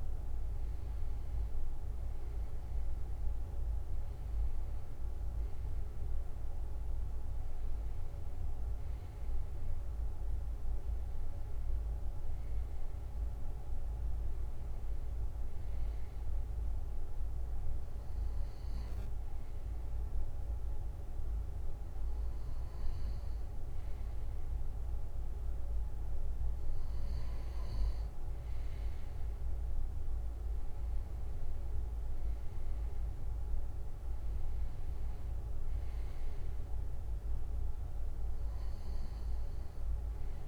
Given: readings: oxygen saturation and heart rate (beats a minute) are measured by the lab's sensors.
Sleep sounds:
breathing in sleep, hard to hear, by a room microphone; none
0.00-9.00 s: drop in pulse transit time (device-marked, heart rate 64 extreme)
From the record:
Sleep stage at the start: N2 (light sleep); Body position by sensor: on the back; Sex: male

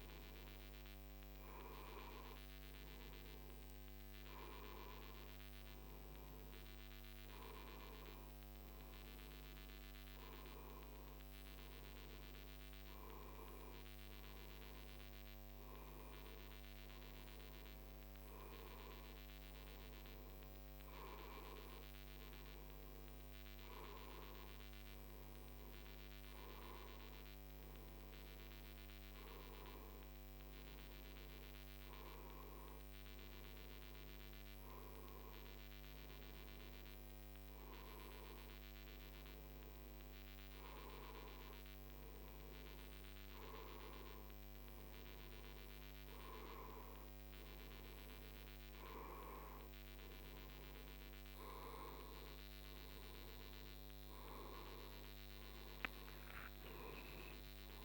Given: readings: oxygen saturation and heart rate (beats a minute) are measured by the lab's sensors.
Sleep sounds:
breathing in sleep by a microphone on the trachea; none
56.50-57.85 s: arousal
From the record:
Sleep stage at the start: N2 (light sleep); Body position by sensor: on the right side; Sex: male

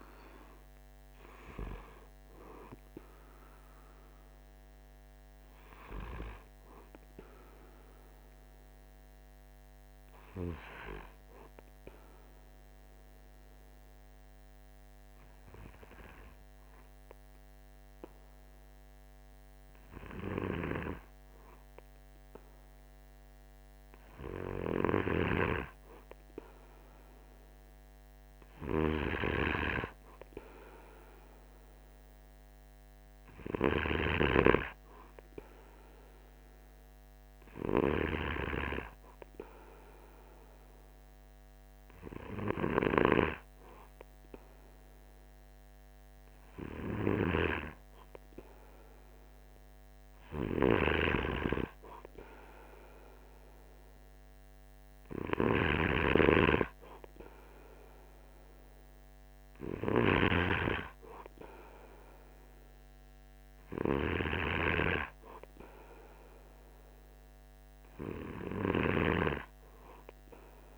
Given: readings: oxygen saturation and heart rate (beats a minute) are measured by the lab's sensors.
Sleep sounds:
breathing in sleep by a microphone on the trachea; 1
12.00-24.50 s: hypopnea (oxygen 96% before, 94% lowest, heart rate 50 before, 49 extreme, up 1 after)
26.00-29.50 s: arousal
From the record:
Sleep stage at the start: N2 (light sleep); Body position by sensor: on the right side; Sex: male

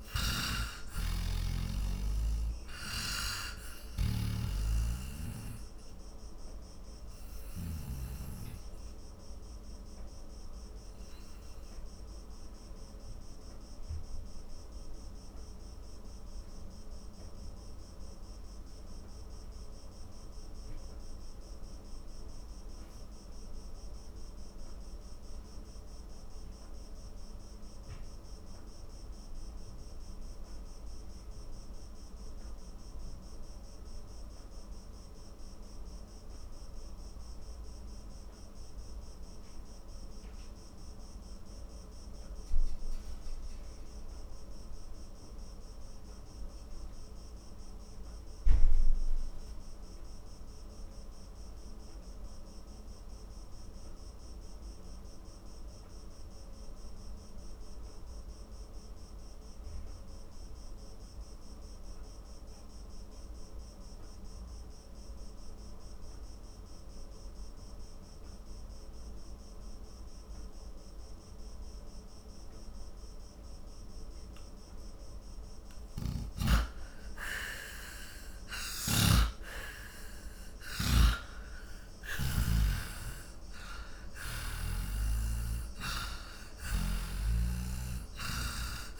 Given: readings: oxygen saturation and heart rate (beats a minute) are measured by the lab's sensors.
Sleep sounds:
breathing in sleep by a room microphone; 1
0.00-7.00 s: oxygen desaturation (device-marked, oxygen 90% lowest, heart rate 44 extreme)
1.00-8.00 s: snoring (device-marked)
8.50-74.50 s: obstructive apnea (oxygen 96% before, 83% lowest, heart rate 66 before, 44 extreme, up 21 after)
9.00-36.00 s: oxygen desaturation (device-marked, oxygen 92% before, 85% lowest, heart rate 66 before, 44 extreme)
61.00-89.00 s: oxygen desaturation (device-marked, oxygen 97% before, 83% lowest, heart rate 53 before, 42 extreme)
76.00-81.50 s: arousal
78.50-82.50 s: snoring (device-marked)
From the record:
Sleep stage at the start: N2 (light sleep); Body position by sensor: on the back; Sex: male

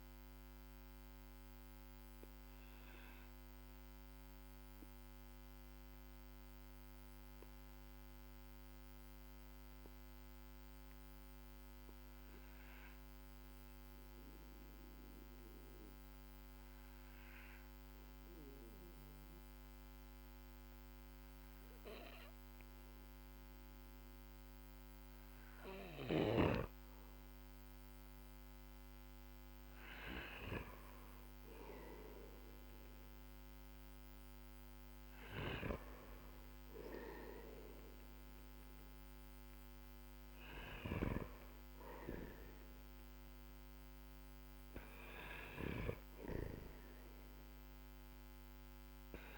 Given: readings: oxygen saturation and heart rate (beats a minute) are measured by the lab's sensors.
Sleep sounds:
breathing in sleep by a microphone on the trachea; 1
0.00-17.50 s: oxygen desaturation (device-marked, oxygen 92% lowest, heart rate 46 extreme)
0.50-28.00 s: obstructive apnea (oxygen 98% before, 92% lowest, heart rate 51 before, 47 extreme, up 5 after)
31.50-35.50 s: arousal
From the record:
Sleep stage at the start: N2 (light sleep); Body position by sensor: on the back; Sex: male

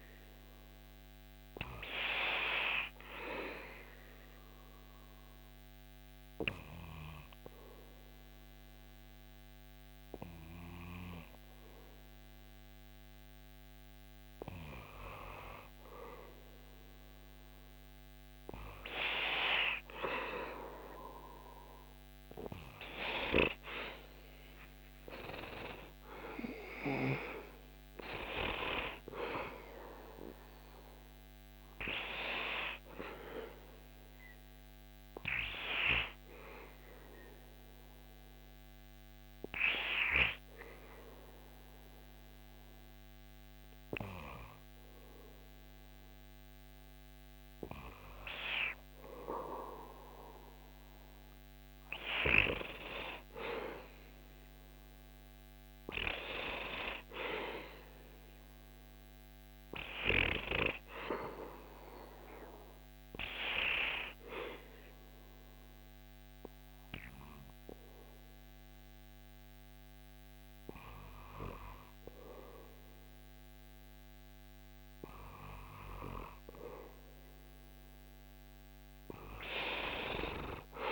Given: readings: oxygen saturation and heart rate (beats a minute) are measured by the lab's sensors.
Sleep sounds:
breathing in sleep by a microphone on the trachea; 3
3.50-16.00 s: obstructive apnea (oxygen 99% before, 96% lowest, heart rate 71 before, 65 extreme, up 23 after)
19.00-22.50 s: arousal
37.00-52.00 s: hypopnea (oxygen 98% before, 96% lowest, heart rate 79 before, 69 extreme, up 7 after)
55.50-59.50 s: arousal
64.50-76.50 s: hypopnea (oxygen 99% before, 97% lowest, heart rate 73 before, 67 extreme, up 5 after)
78.50-80.91 s: arousal
From the record:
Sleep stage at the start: N2 (light sleep); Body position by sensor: on the back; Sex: male

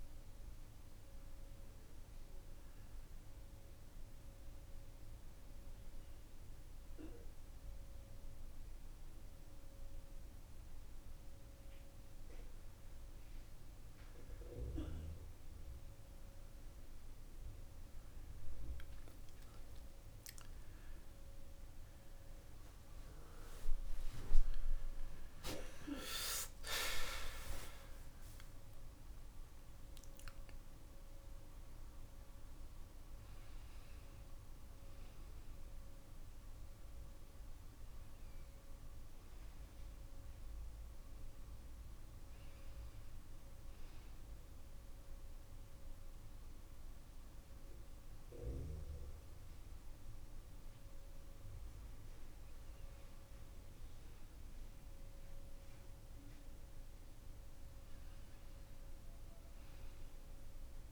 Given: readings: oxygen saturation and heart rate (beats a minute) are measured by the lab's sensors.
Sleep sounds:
breathing in sleep by a room microphone; none
none scored
From the record:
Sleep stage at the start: N2 (light sleep); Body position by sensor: on the back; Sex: male

